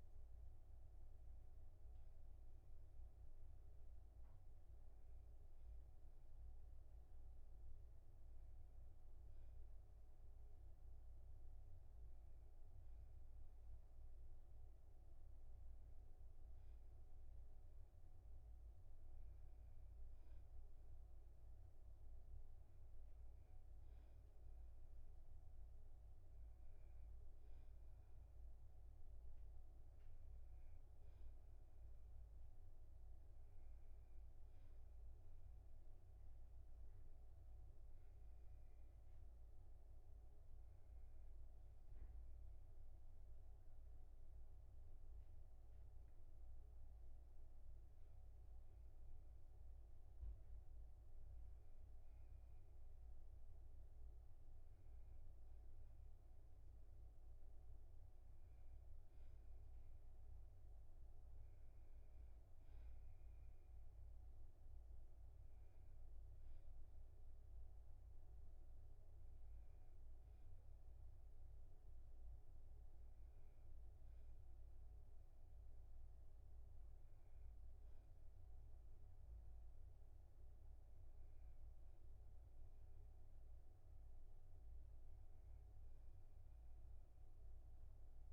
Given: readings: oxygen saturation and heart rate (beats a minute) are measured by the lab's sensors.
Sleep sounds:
a person partly awake in a sleep study, hard to hear, by a room microphone; none
31.00-88.33 s: new sleep stage, N1 (lightest sleep)
From the record:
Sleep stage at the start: awake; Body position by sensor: on the back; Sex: male

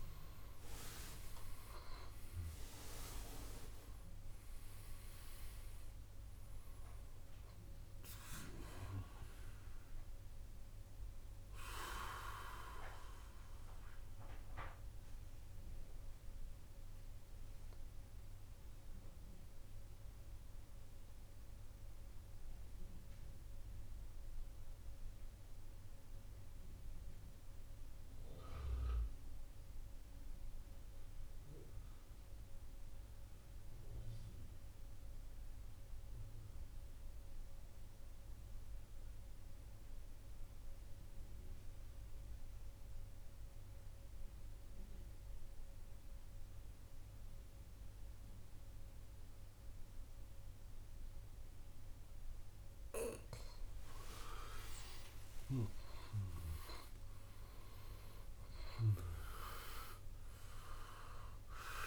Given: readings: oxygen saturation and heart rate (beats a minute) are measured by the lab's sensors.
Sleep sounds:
breathing in sleep by a room microphone; 1
0.00-1.50 s: arousal
0.00-21.00 s: oxygen desaturation (device-marked, oxygen 93% lowest, heart rate 59 extreme)
13.00-52.50 s: mixed apnea (oxygen 98% before, 88% lowest, heart rate 69 before, 56 extreme, up 24 after)
45.00-61.87 s: oxygen desaturation (device-marked, oxygen 98% before, 88% lowest, heart rate 64 before, 56 extreme)
54.00-58.00 s: arousal
From the record:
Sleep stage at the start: N2 (light sleep); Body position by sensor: on the back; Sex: male

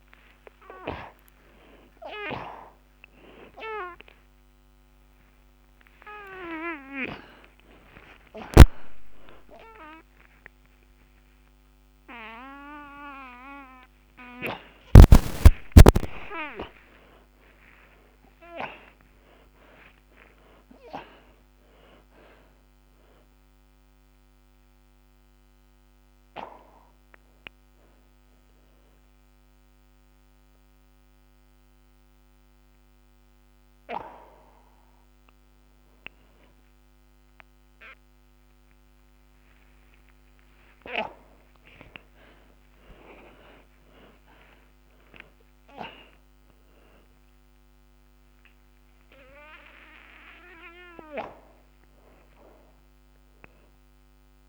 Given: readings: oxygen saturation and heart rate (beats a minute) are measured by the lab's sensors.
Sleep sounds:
a person awake in a sleep study, by a microphone on the trachea; 1
24.00-41.00 s: oxygen desaturation (device-marked, oxygen 98% before, 91% lowest)
28.00-54.49 s: new sleep stage, N2 (light sleep)
29.00-41.50 s: hypopnea (oxygen 98% before, 88% lowest)
43.00-46.50 s: arousal
51.00-54.49 s: oxygen desaturation (device-marked, oxygen 95% before, 90% lowest)
From the record:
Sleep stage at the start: awake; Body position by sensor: on the back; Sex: male

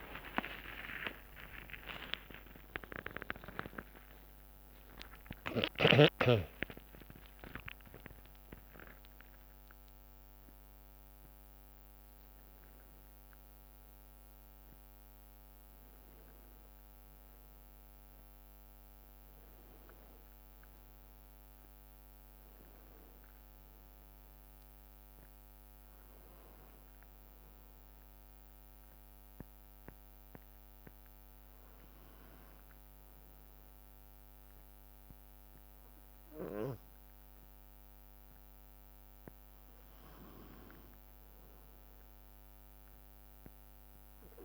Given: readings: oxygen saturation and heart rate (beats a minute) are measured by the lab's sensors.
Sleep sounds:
breathing in sleep by a microphone on the trachea; 1
0.00-10.50 s: oxygen desaturation (device-marked, oxygen 91% lowest, heart rate 63 extreme)
0.50-2.50 s: long interval between heartbeats (device-marked, heart rate 65 before, 84 extreme)
0.50-12.50 s: drop in pulse transit time (device-marked, heart rate 65 before, 80 extreme)
1.50-3.50 s: tachycardia (device-marked, heart rate 67 before, 99 extreme)
3.50-44.45 s: new sleep stage, N1 (lightest sleep)
19.50-24.00 s: arousal
28.00-39.50 s: hypopnea (oxygen 98% before, 93% lowest, heart rate 74 before, 63 extreme, up 2 after)
37.50-44.45 s: oxygen desaturation (device-marked, oxygen 97% before, 93% lowest, heart rate 67 before, 64 extreme)
From the record:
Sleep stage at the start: N2 (light sleep); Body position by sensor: on the back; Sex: male

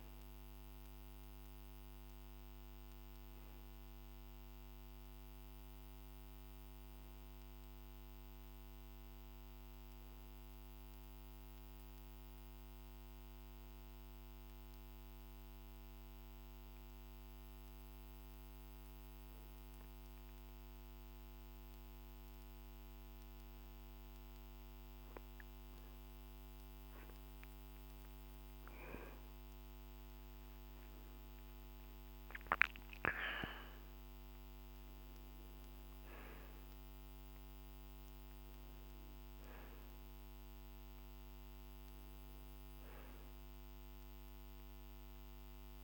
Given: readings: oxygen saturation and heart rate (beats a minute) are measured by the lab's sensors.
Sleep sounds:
breathing in sleep, hard to hear, by a microphone on the trachea; 1
11.50-26.00 s: hypopnea (oxygen 98% before, 95% lowest, heart rate 49 before, 49 extreme, up 9 after)
27.50-32.00 s: arousal
From the record:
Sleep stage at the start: N2 (light sleep); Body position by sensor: on the back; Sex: male

